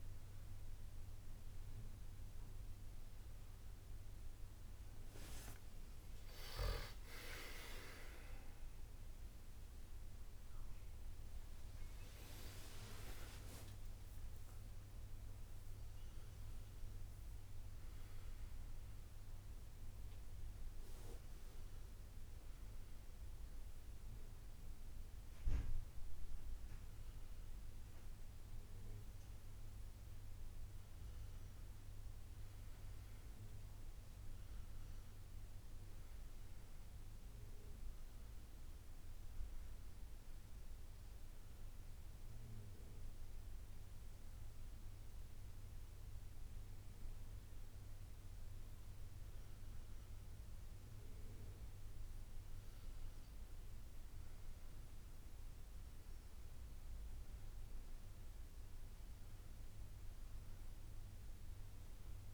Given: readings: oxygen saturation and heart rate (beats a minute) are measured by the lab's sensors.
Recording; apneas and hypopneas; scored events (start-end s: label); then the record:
breathing in sleep by a room microphone; none
6.00-8.00 s: long interval between heartbeats (device-marked, heart rate 66 before, 73 extreme)
8.50-21.50 s: drop in pulse transit time (device-marked, heart rate 68 before, 69 extreme)
9.50-15.50 s: arousal
12.50-14.50 s: long interval between heartbeats (device-marked, heart rate 71 before, 88 extreme)
From the record:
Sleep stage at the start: N1 (lightest sleep); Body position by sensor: on the back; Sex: male